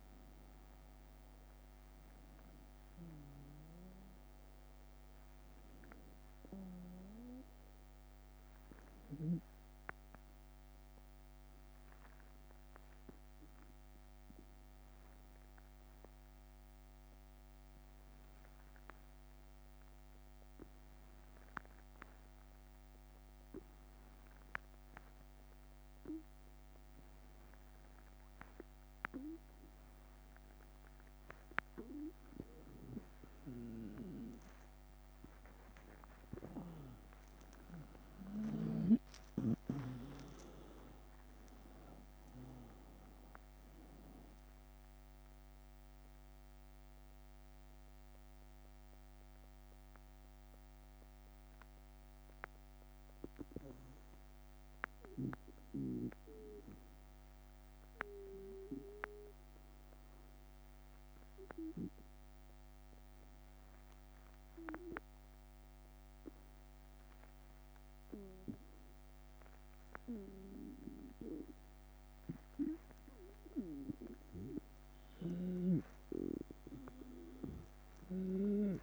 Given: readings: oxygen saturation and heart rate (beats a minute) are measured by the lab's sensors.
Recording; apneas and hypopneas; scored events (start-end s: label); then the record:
breathing in sleep by a microphone on the trachea; 2
0.00-2.50 s: drop in pulse transit time (device-marked, heart rate 76 extreme)
0.00-2.50 s: oxygen desaturation (device-marked, oxygen 91% lowest, heart rate 76 extreme)
10.50-30.50 s: obstructive apnea (oxygen 95% before, 89% lowest, heart rate 80 before, 77 extreme, up 4 after)
30.50-66.50 s: oxygen desaturation (device-marked, oxygen 97% before, 89% lowest, heart rate 78 before, 77 extreme)
35.00-40.50 s: arousal
39.50-53.50 s: drop in pulse transit time (device-marked, heart rate 79 before, 77 extreme)
45.50-74.50 s: mixed apnea (oxygen 98% before, 89% lowest, heart rate 81 before, 77 extreme)
77.50-78.83 s: arousal
From the record:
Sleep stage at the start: N2 (light sleep); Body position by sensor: on the right side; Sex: male